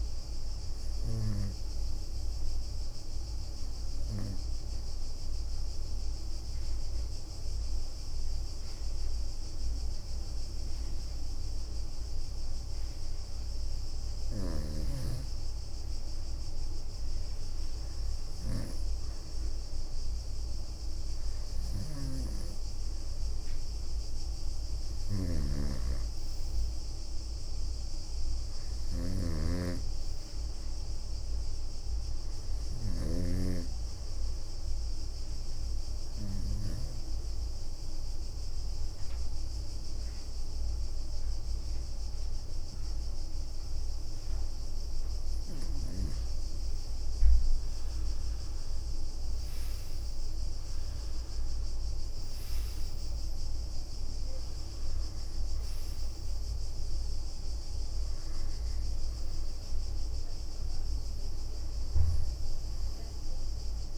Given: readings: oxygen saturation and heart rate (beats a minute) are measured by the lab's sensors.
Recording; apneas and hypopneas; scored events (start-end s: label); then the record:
breathing in sleep by a room microphone; 2
4.50-16.50 s: obstructive apnea (oxygen 99% before, 94% lowest, heart rate 65 before, 59 extreme, up 7 after)
6.00-12.00 s: bradycardia (device-marked, heart rate 66 before, 59 extreme)
18.50-21.50 s: arousal
24.50-36.50 s: snoring (device-marked)
26.00-40.00 s: oxygen desaturation (device-marked, oxygen 98% before, 95% lowest, heart rate 62 before, 55 extreme)
36.00-46.00 s: obstructive apnea (oxygen 99% before, 93% lowest, heart rate 65 before, 54 extreme, up 10 after)
44.50-52.50 s: leg movement (device-marked)
48.50-53.00 s: arousal
52.00-63.98 s: oxygen desaturation (device-marked, oxygen 97% before, 94% lowest, heart rate 65 before, 54 extreme)
58.00-63.98 s: bradycardia (device-marked, heart rate 66 before, 54 extreme)
From the record:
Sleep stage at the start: REM sleep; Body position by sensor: on the right side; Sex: female